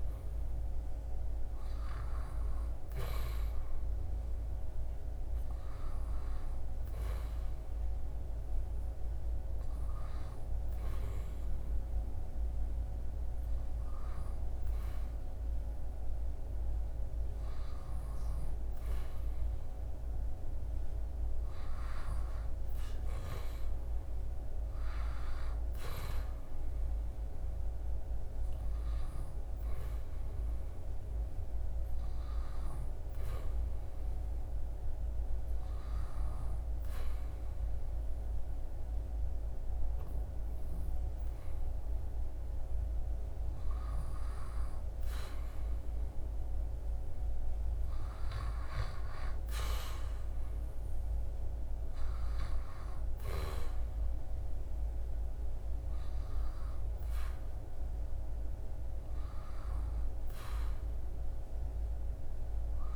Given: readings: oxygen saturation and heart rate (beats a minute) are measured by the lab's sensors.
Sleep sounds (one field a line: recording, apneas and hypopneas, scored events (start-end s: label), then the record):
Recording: breathing in sleep, hard to hear, by a room microphone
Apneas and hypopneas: none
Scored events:
24.00-28.50 s: arousal
From the record:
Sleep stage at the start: REM sleep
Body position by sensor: on the back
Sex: male